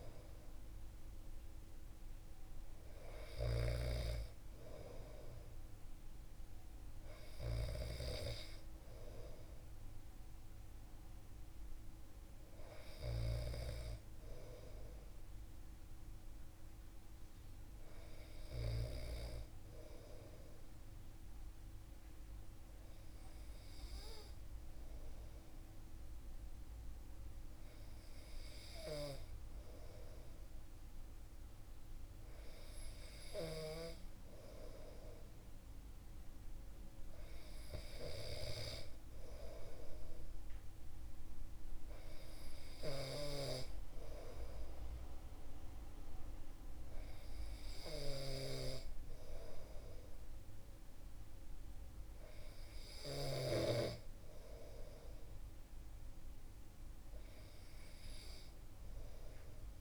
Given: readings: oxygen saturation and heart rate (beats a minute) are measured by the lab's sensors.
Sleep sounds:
breathing in sleep by a room microphone; none
0.00-3.50 s: snoring (device-marked)
From the record:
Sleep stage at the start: N2 (light sleep); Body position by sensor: on the back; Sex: male

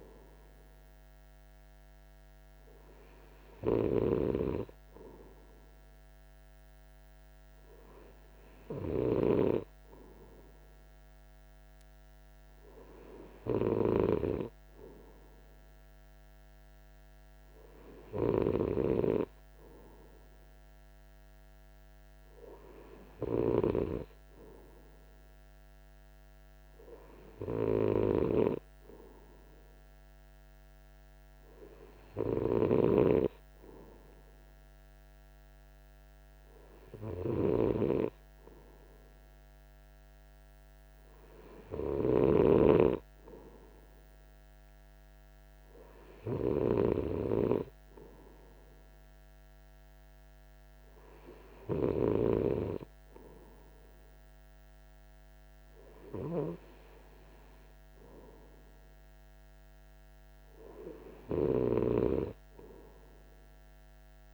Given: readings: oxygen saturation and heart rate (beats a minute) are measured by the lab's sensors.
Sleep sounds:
breathing in sleep by a microphone on the trachea; none
none scored
From the record:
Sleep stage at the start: N3 (deep sleep); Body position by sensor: on the right side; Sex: male

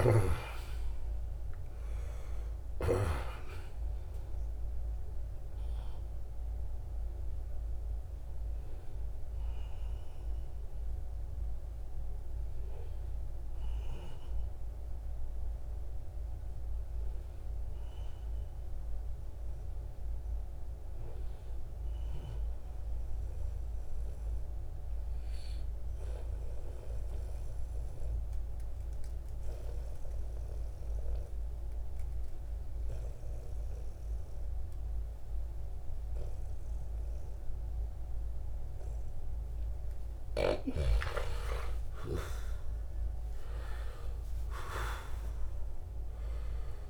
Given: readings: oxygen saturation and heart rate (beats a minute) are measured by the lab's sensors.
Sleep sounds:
a person partly awake in a sleep study, by a room microphone; 1
0.00-2.50 s: snoring (device-marked)
0.00-15.50 s: oxygen desaturation (device-marked, oxygen 86% lowest, heart rate 61 extreme)
15.50-46.90 s: new sleep stage, N2 (light sleep)
26.00-39.50 s: obstructive apnea (oxygen 98% before, 91% lowest, heart rate 84 before, 70 extreme, up 6 after)
40.50-44.00 s: arousal
From the record:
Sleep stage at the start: awake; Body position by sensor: on the back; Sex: male

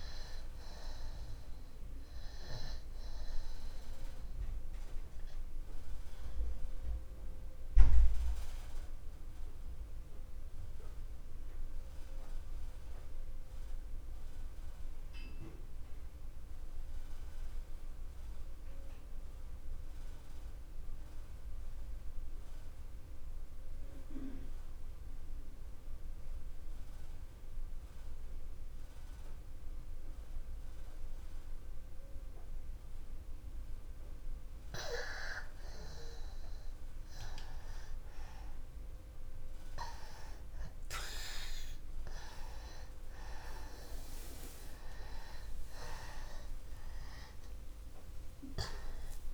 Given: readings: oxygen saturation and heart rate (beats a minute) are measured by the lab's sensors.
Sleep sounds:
breathing in sleep by a room microphone; 1
0.00-23.50 s: oxygen desaturation (device-marked, oxygen 86% lowest)
5.50-35.50 s: obstructive apnea (oxygen 97% before, 84% lowest)
38.00-42.50 s: arousal
38.50-49.34 s: oxygen desaturation (device-marked, oxygen 97% before, 84% lowest)
From the record:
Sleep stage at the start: N2 (light sleep); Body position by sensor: on the back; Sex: male

